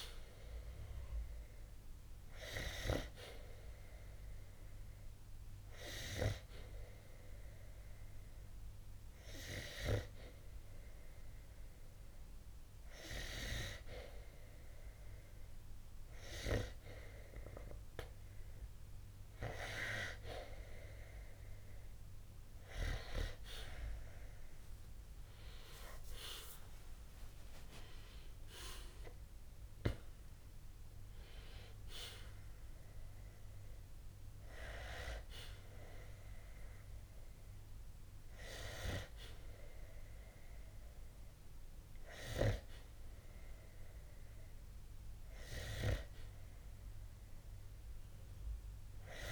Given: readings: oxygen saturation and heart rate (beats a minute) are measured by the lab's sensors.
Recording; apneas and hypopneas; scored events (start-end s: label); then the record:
breathing in sleep by a room microphone; 1
7.00-18.00 s: hypopnea (oxygen 94% before, 92% lowest, heart rate 68 before, 60 extreme, up 20 after)
24.50-28.00 s: arousal
From the record:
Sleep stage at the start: N2 (light sleep); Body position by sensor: on the back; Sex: male